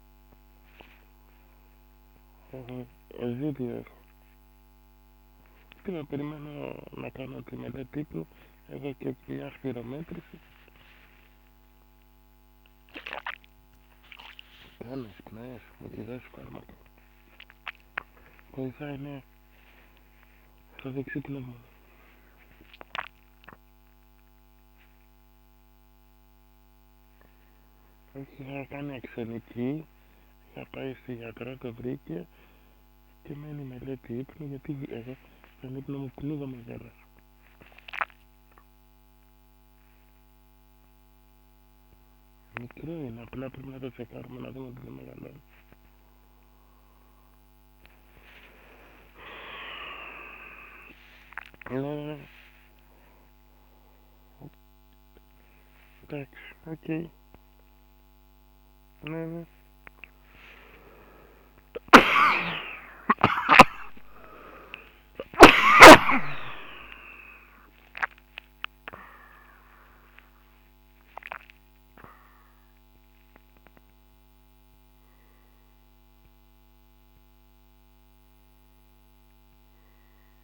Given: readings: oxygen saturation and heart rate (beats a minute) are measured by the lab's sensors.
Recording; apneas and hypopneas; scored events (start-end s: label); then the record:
a person awake in a sleep study, by a microphone on the trachea; none
0.00-1.50 s: oxygen desaturation (device-marked, oxygen 94% lowest, heart rate 69 extreme)
0.00-18.50 s: snoring (device-marked)
51.00-65.50 s: snoring (device-marked)
From the record:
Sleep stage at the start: awake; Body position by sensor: on the back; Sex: male